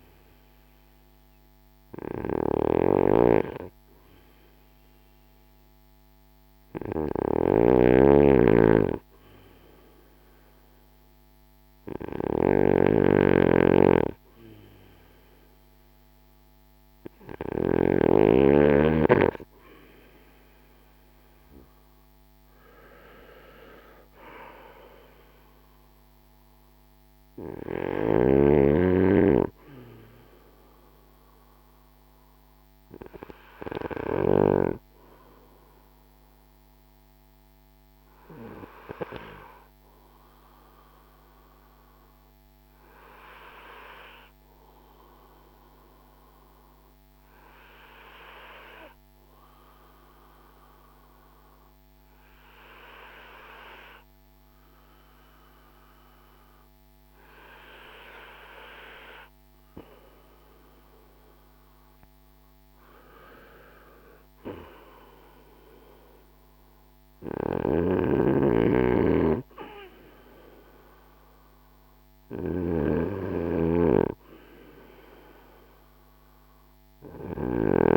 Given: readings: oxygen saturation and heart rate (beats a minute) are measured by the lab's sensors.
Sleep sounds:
breathing in sleep by a microphone on the trachea; 1
2.50-17.50 s: snoring (device-marked)
37.50-58.50 s: obstructive apnea (oxygen 95% before, 93% lowest, heart rate 58 before, 49 extreme, up 6 after)
61.00-65.00 s: arousal
67.00-77.50 s: snoring (device-marked)
From the record:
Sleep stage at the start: N2 (light sleep); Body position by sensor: on the back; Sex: male

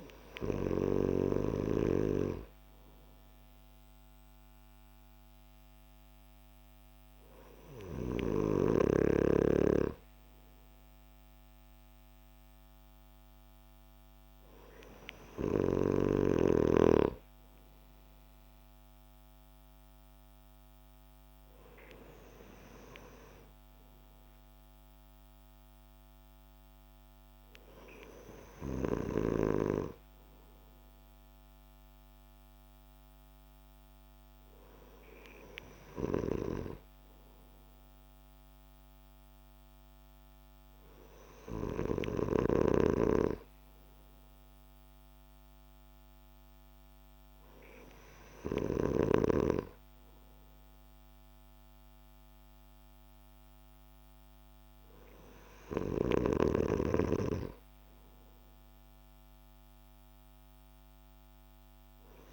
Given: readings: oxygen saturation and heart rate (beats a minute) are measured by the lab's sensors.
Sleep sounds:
breathing in sleep by a microphone on the trachea; none
none scored
From the record:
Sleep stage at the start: N2 (light sleep); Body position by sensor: on the back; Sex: male

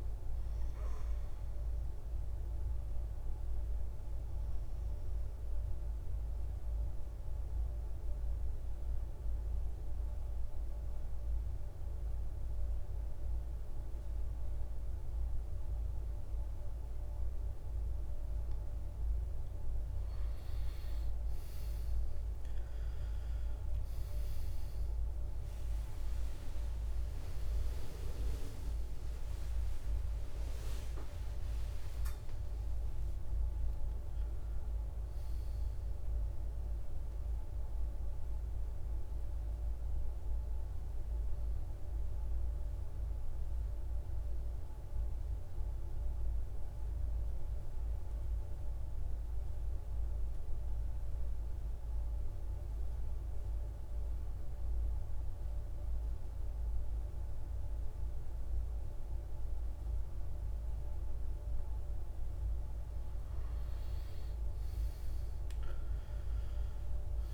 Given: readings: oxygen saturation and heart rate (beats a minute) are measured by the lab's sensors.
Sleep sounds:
breathing in sleep, hard to hear, by a room microphone; 2
0.00-14.00 s: oxygen desaturation (device-marked, oxygen 90% lowest, heart rate 56 extreme)
5.00-18.00 s: obstructive apnea (oxygen 99% before, 86% lowest, heart rate 58 before, 56 extreme, up 12 after)
20.00-24.50 s: arousal
23.00-45.00 s: oxygen desaturation (device-marked, oxygen 96% before, 87% lowest, heart rate 58 before, 54 extreme)
47.50-61.50 s: mixed apnea (oxygen 99% before, 86% lowest, heart rate 70 before, 54 extreme, up 15 after)
64.50-67.34 s: arousal
65.00-67.34 s: oxygen desaturation (device-marked, oxygen 98% before, 86% lowest, heart rate 56 before, 55 extreme)
From the record:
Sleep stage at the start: N2 (light sleep); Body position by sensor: on the back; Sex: male

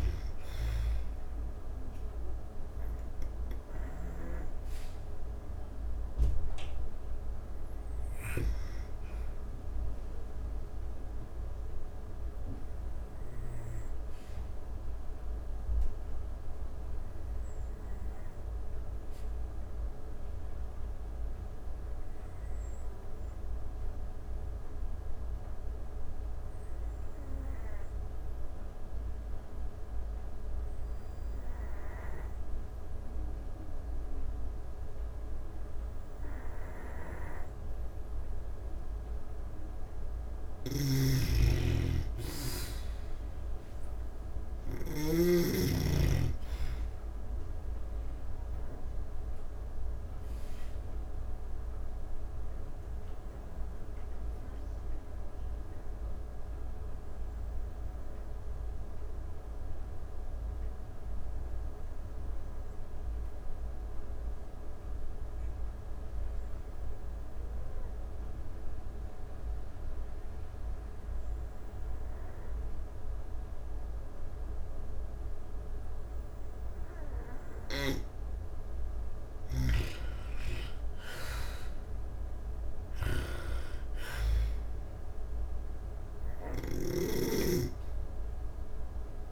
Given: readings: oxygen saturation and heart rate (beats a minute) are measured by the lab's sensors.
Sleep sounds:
breathing in sleep by a room microphone; 2
1.00-24.00 s: oxygen desaturation (device-marked, oxygen 97% before, 86% lowest)
11.50-36.00 s: obstructive apnea (oxygen 97% before, 83% lowest)
37.00-68.00 s: oxygen desaturation (device-marked, oxygen 97% before, 84% lowest)
38.50-42.50 s: arousal
39.50-44.00 s: snoring (device-marked)
52.00-75.50 s: obstructive apnea (oxygen 97% before, 81% lowest)
74.00-89.31 s: oxygen desaturation (device-marked, oxygen 97% before, 81% lowest)
78.00-81.50 s: arousal
From the record:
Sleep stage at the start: N2 (light sleep); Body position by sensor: on the back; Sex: female

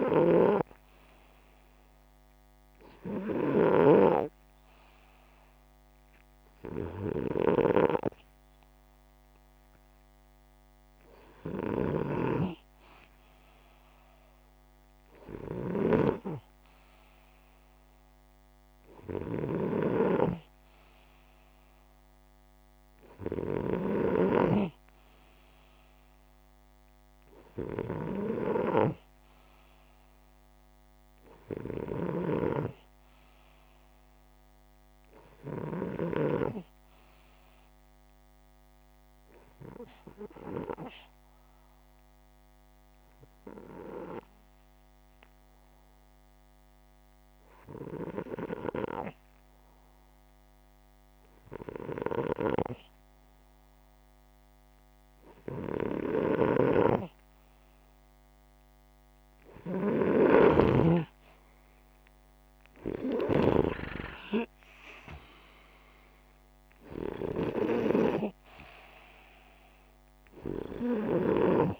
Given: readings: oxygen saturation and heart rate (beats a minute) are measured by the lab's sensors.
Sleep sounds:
breathing in sleep by a microphone on the trachea; 1
0.00-23.50 s: snoring (device-marked)
31.50-35.50 s: snoring (device-marked)
41.00-54.00 s: hypopnea (oxygen 96% before, 93% lowest, heart rate 96 before, 117 extreme, up 40 after)
55.50-63.00 s: snoring (device-marked)
59.50-63.00 s: arousal
From the record:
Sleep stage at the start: N2 (light sleep); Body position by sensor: upright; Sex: male

